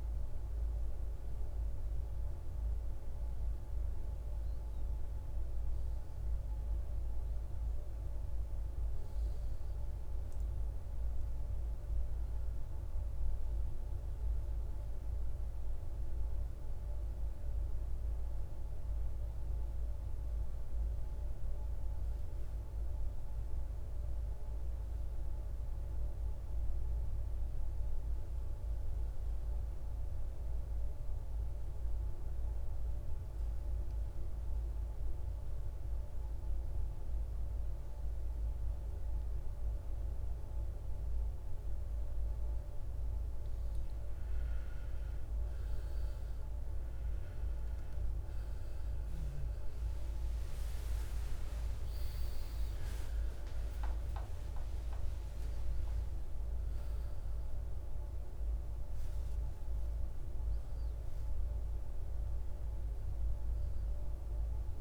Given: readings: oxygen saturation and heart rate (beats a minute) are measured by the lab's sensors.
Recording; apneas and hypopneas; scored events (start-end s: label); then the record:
breathing in sleep, hard to hear, by a room microphone; 1
0.00-1.50 s: oxygen desaturation (device-marked, oxygen 86% lowest, heart rate 59 extreme)
19.50-22.50 s: arousal
26.00-42.00 s: mixed apnea (oxygen 99% before, 88% lowest, heart rate 59 before, 56 extreme, up 18 after)
27.50-64.81 s: new sleep stage, N2 (light sleep)
38.50-64.81 s: oxygen desaturation (device-marked, oxygen 97% before, 88% lowest, heart rate 58 before, 53 extreme)
45.00-50.00 s: arousal
From the record:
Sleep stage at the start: N1 (lightest sleep); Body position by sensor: on the back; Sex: male